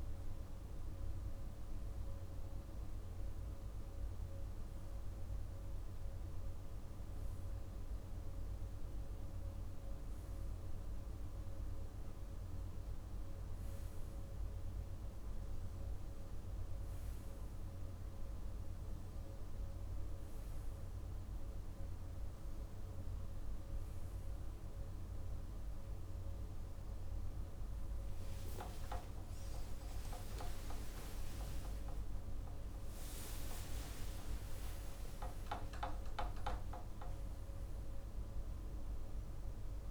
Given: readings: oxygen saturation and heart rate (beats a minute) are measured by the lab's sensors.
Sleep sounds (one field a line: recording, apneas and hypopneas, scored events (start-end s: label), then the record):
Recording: breathing in sleep, hard to hear, by a room microphone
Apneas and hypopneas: none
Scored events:
none scored
From the record:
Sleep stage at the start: REM sleep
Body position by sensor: on the right side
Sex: male